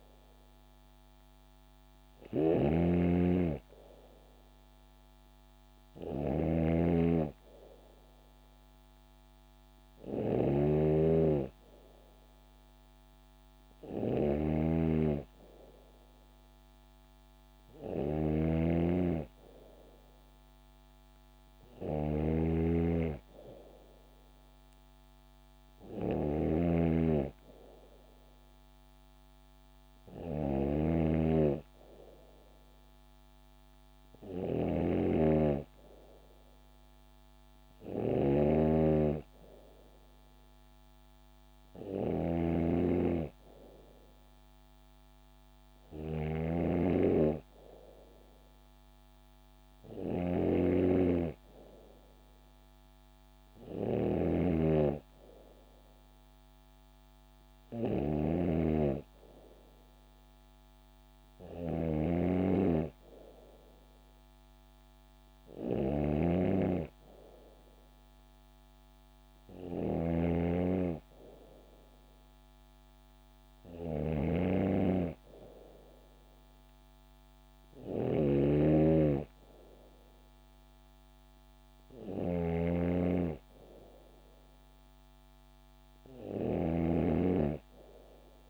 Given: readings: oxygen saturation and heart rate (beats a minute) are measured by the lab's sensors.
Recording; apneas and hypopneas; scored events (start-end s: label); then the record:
breathing in sleep by a microphone on the trachea; none
0.00-88.50 s: snoring (device-marked)
70.50-75.50 s: bradycardia (device-marked, heart rate 69 before, 58 extreme)
From the record:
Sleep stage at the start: N2 (light sleep); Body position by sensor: on the back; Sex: female